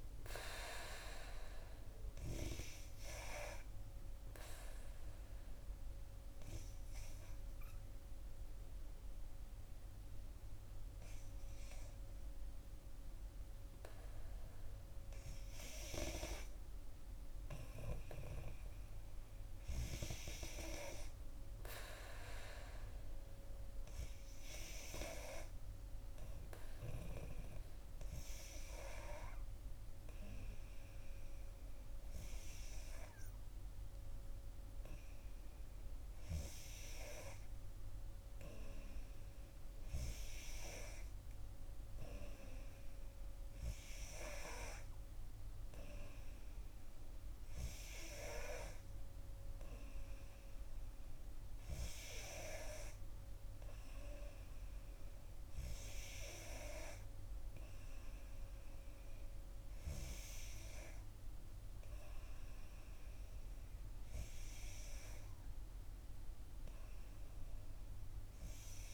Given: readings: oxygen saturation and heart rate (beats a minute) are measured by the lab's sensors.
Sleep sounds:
breathing in sleep by a room microphone; 1
2.00-14.50 s: obstructive apnea (oxygen 93% before, 90% lowest, heart rate 60 before, 57 extreme, up 0 after)
16.50-21.00 s: arousal
29.50-41.50 s: oxygen desaturation (device-marked, oxygen 93% before, 90% lowest, heart rate 60 before, 60 extreme)
From the record:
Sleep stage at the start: N2 (light sleep); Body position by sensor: on the back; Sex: female

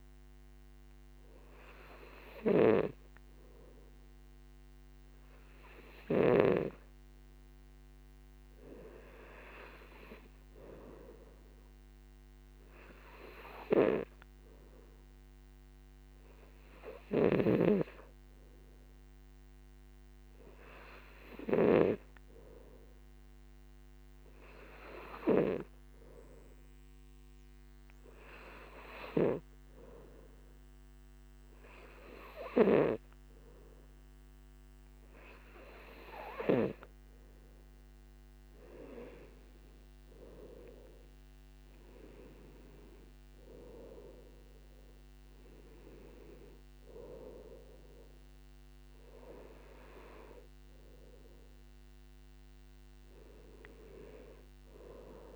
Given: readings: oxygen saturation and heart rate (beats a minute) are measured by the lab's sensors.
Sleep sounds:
breathing in sleep by a microphone on the trachea; none
13.50-25.50 s: oxygen desaturation (device-marked, oxygen 96% before, 92% lowest, heart rate 62 before, 57 extreme)
46.50-55.36 s: oxygen desaturation (device-marked, oxygen 94% before, 91% lowest, heart rate 66 before, 55 extreme)
From the record:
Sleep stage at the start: N2 (light sleep); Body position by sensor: on the right side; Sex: male

